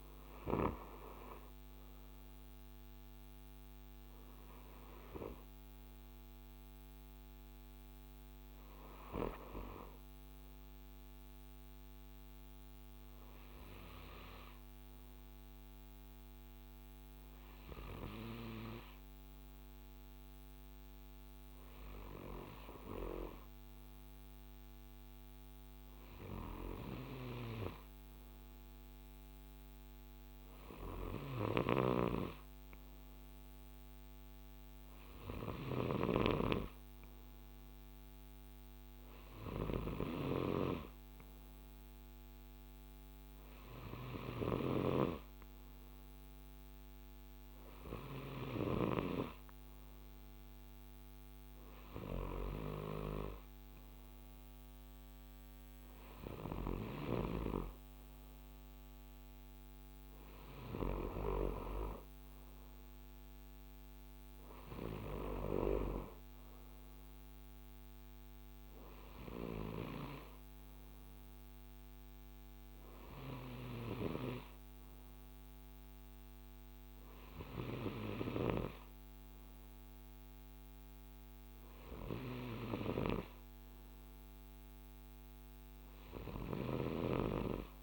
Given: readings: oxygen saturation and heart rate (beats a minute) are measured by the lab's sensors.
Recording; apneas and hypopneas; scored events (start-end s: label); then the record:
breathing in sleep by a microphone on the trachea; none
none scored
From the record:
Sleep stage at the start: N2 (light sleep); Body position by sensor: on the right side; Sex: male